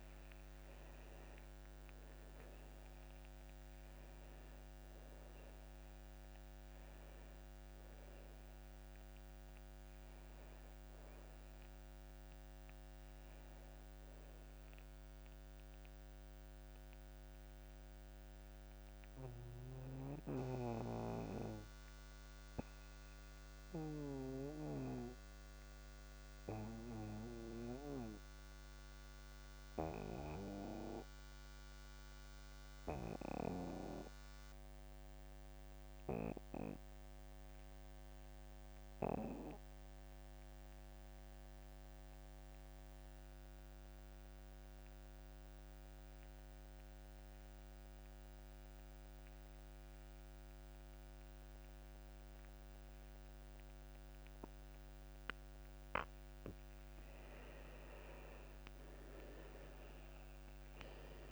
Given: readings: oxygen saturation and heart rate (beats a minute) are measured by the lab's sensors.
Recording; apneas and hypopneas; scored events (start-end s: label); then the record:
breathing in sleep by a microphone on the trachea; 1
0.00-29.00 s: oxygen desaturation (device-marked, oxygen 80% lowest)
18.50-56.00 s: obstructive apnea (oxygen 94% before, 77% lowest)
46.00-61.32 s: oxygen desaturation (device-marked, oxygen 99% before, 77% lowest)
58.00-61.32 s: arousal
From the record:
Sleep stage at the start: N2 (light sleep); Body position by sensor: on the back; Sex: male